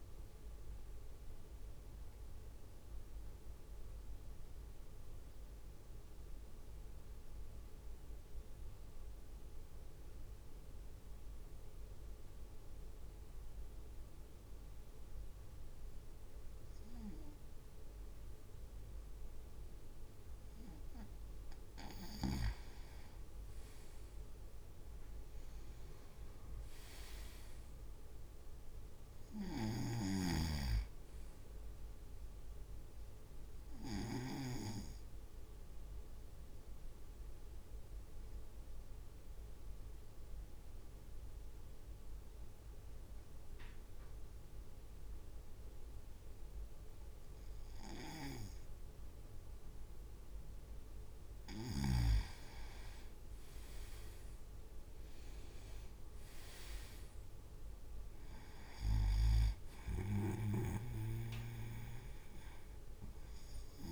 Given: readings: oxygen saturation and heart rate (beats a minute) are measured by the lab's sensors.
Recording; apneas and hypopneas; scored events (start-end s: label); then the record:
breathing in sleep by a room microphone; 2
1.00-22.50 s: mixed apnea (oxygen 99% before, 96% lowest, heart rate 57 before, 50 extreme, up 5 after)
24.50-28.00 s: arousal
29.50-34.50 s: snoring (device-marked)
34.00-50.00 s: obstructive apnea (oxygen 99% before, 96% lowest, heart rate 55 before, 52 extreme, up 4 after)
52.50-53.50 s: leg movement (device-marked)
54.50-57.50 s: arousal
From the record:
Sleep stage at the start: N2 (light sleep); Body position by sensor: on the right side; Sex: male